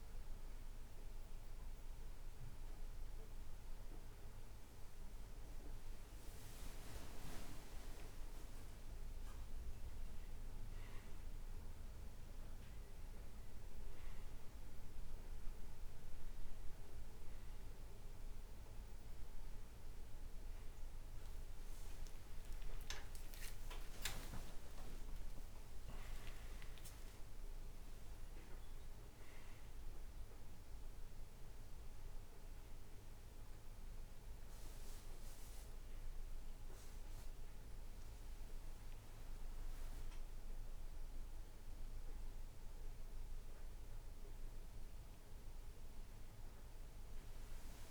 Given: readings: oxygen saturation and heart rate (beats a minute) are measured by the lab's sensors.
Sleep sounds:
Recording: a person awake in a sleep study, hard to hear, by a room microphone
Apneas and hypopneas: none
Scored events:
34.50-47.91 s: new sleep stage, N1 (lightest sleep)
From the record:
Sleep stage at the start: awake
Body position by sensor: on the back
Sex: male

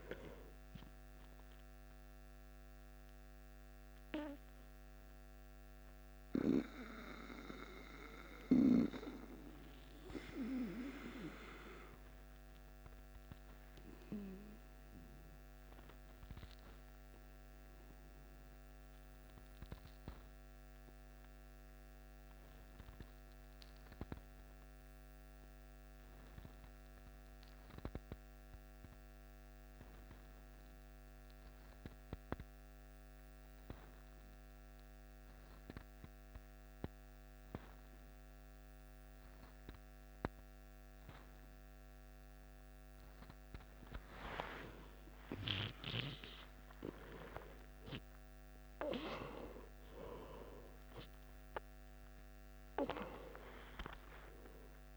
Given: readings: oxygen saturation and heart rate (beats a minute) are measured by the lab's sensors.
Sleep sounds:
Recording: breathing in sleep by a microphone on the trachea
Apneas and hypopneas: 1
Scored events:
0.00-25.50 s: oxygen desaturation (device-marked, oxygen 90% lowest, heart rate 53 extreme)
3.00-43.50 s: obstructive apnea (oxygen 98% before, 90% lowest, heart rate 57 before, 53 extreme, up 14 after)
54.50-54.97 s: new sleep stage, awake
From the record:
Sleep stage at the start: N2 (light sleep)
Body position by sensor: on the back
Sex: male

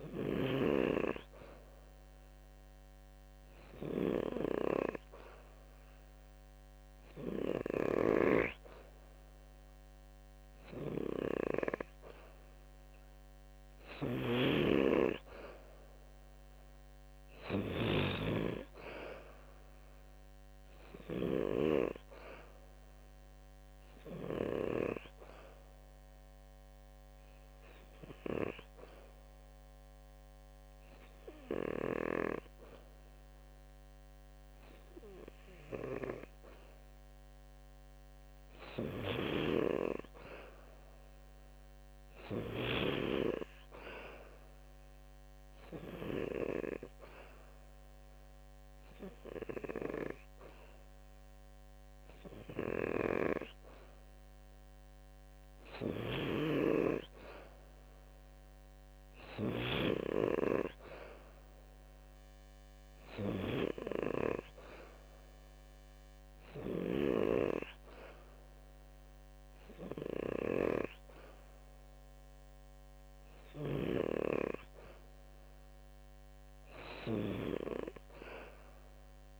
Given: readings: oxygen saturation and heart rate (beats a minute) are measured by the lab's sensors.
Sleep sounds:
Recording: breathing in sleep by a microphone on the trachea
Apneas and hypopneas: 1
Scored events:
7.50-21.00 s: snoring (device-marked)
16.50-20.50 s: arousal
26.50-36.50 s: hypopnea (oxygen 94% before, 91% lowest, heart rate 73 before, 71 extreme, up 1 after)
38.50-42.50 s: snoring (device-marked)
40.50-44.00 s: arousal
55.50-59.50 s: snoring (device-marked)
From the record:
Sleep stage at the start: N2 (light sleep)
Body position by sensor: on the back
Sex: male

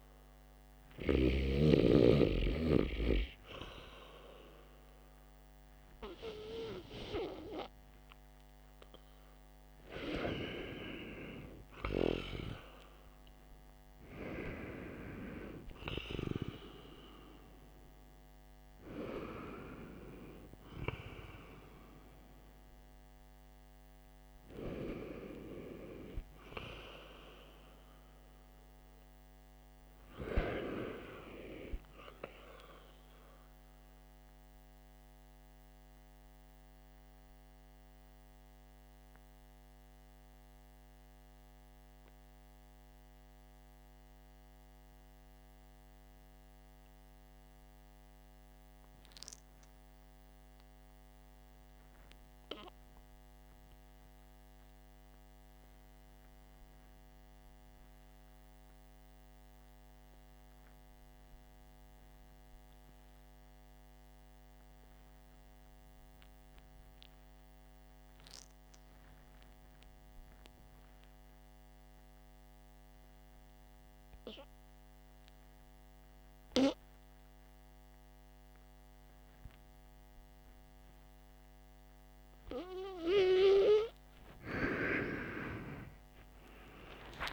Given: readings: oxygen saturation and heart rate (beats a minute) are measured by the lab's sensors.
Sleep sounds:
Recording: breathing in sleep by a microphone on the trachea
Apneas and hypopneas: 1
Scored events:
15.00-18.50 s: arousal
38.50-82.00 s: mixed apnea (oxygen 96% before, 88% lowest, heart rate 66 before, 51 extreme, up 13 after)
72.00-87.33 s: oxygen desaturation (device-marked, oxygen 98% before, 93% lowest, heart rate 53 before, 50 extreme)
85.00-87.33 s: arousal
From the record:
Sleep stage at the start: REM sleep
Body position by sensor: on the back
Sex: male

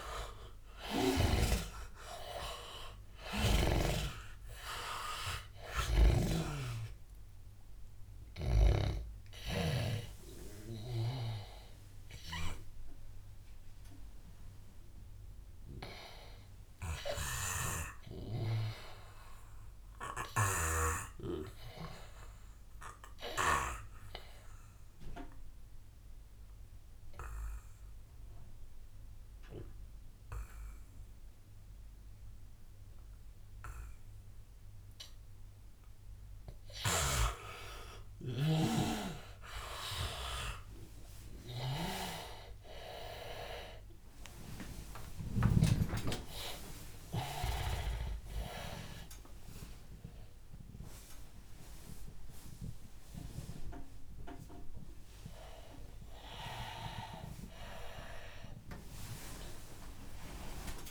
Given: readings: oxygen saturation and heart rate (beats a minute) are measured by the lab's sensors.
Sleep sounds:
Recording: a person awake in a sleep study, by a room microphone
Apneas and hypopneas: 1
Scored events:
0.00-1.50 s: snoring (device-marked)
0.00-19.00 s: oxygen desaturation (device-marked, oxygen 77% lowest, heart rate 80 extreme)
0.50-4.50 s: arousal
21.00-36.50 s: obstructive apnea (oxygen 100% before, 84% lowest, heart rate 97 before, 88 extreme, up 18 after)
30.00-60.91 s: new sleep stage, awake
37.00-48.00 s: snoring (device-marked)
38.00-60.91 s: oxygen desaturation (device-marked, oxygen 98% before, 84% lowest, heart rate 94 before, 93 extreme)
44.50-46.50 s: long interval between heartbeats (device-marked, heart rate 92 before, 106 extreme)
57.00-59.00 s: long interval between heartbeats (device-marked, heart rate 104 before, 115 extreme)
From the record:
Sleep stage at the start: N2 (light sleep)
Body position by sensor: on the back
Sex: male

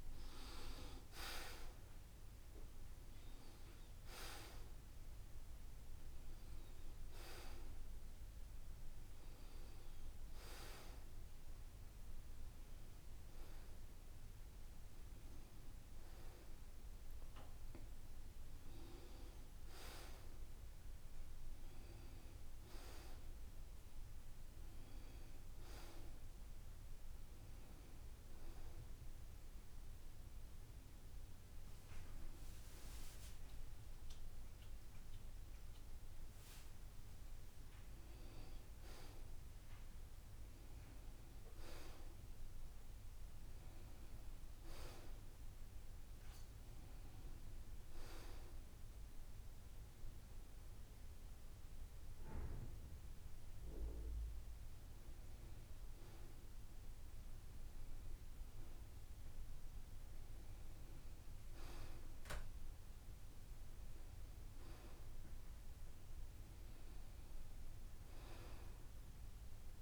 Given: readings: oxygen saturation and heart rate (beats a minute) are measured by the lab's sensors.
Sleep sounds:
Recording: breathing in sleep by a room microphone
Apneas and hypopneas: 1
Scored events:
48.50-60.00 s: hypopnea (oxygen 95% before, 92% lowest, heart rate 74 before, 71 extreme, up 2 after)
From the record:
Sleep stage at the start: N1 (lightest sleep)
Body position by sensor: on the back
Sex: male

